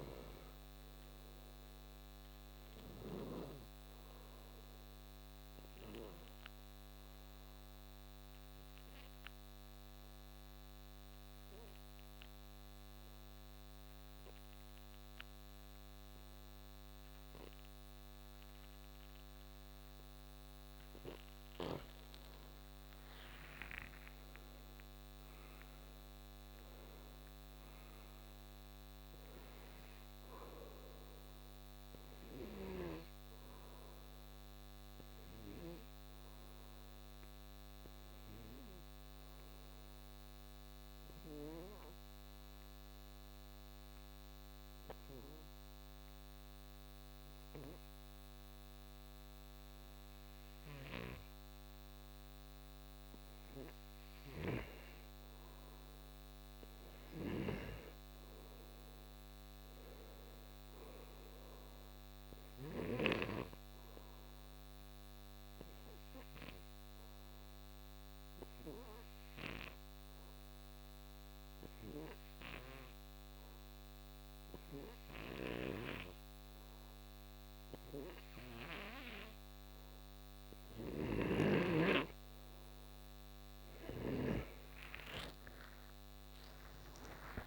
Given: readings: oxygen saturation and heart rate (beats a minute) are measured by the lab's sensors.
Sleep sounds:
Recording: breathing in sleep by a microphone on the trachea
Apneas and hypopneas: 3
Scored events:
0.00-13.50 s: oxygen desaturation (device-marked, oxygen 89% lowest, heart rate 60 extreme)
5.00-20.00 s: obstructive apnea (oxygen 98% before, 88% lowest, heart rate 65 before, 60 extreme, up 17 after)
22.00-26.50 s: arousal
25.50-42.50 s: oxygen desaturation (device-marked, oxygen 94% before, 88% lowest, heart rate 68 before, 60 extreme)
37.00-55.00 s: obstructive apnea (oxygen 94% before, 88% lowest, heart rate 70 before, 61 extreme, up 9 after)
56.50-60.00 s: arousal
60.50-73.50 s: oxygen desaturation (device-marked, oxygen 96% before, 89% lowest, heart rate 64 before, 65 extreme)
64.00-82.50 s: obstructive apnea (oxygen 97% before, 86% lowest, heart rate 65 before, 58 extreme, up 8 after)
81.00-84.50 s: snoring (device-marked)
82.50-87.47 s: oxygen desaturation (device-marked, oxygen 95% before, 88% lowest, heart rate 68 before, 58 extreme)
85.50-87.47 s: arousal
From the record:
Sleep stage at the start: N2 (light sleep)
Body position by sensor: on the right side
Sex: male

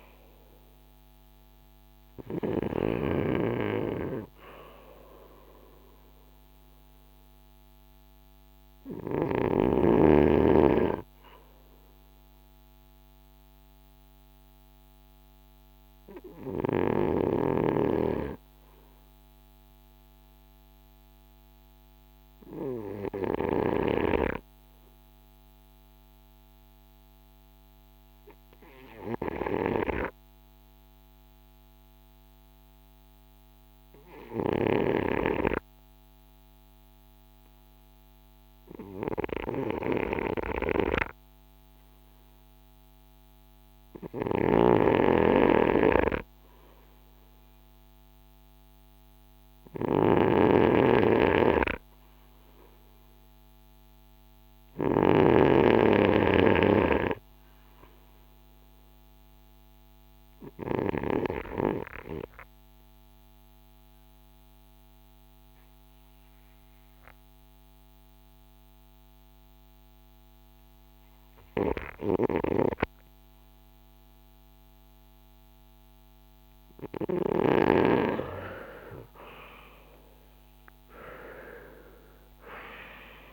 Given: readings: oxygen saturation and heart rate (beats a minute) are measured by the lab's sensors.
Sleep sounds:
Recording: breathing in sleep by a microphone on the trachea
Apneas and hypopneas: 2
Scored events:
0.00-37.00 s: oxygen desaturation (device-marked, oxygen 77% lowest, heart rate 51 extreme)
13.00-40.00 s: obstructive apnea (oxygen 90% before, 77% lowest, heart rate 62 before, 51 extreme, up 4 after)
43.50-47.50 s: arousal
44.00-55.00 s: snoring (device-marked)
48.00-83.33 s: oxygen desaturation (device-marked, oxygen 97% before, 79% lowest, heart rate 52 before, 53 extreme)
58.50-77.00 s: obstructive apnea (oxygen 97% before, 79% lowest, heart rate 56 before, 56 extreme, up 12 after)
78.50-83.00 s: arousal
From the record:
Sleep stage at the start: REM sleep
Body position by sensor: on the front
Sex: male

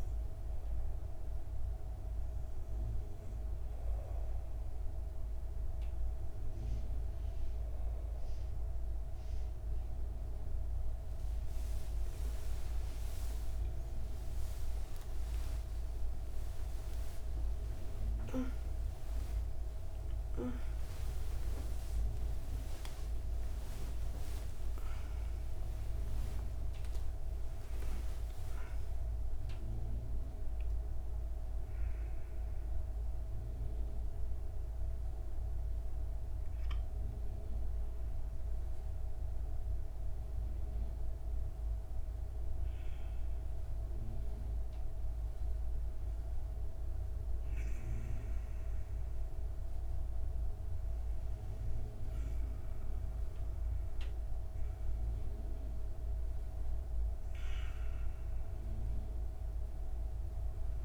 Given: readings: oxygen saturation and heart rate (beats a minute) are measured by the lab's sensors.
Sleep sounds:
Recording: a person partly awake in a sleep study, hard to hear, by a room microphone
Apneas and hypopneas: none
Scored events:
12.50-42.50 s: new sleep stage, awake
42.50-60.85 s: new sleep stage, N2 (light sleep)
From the record:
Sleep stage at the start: N2 (light sleep)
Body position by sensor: on the back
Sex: female

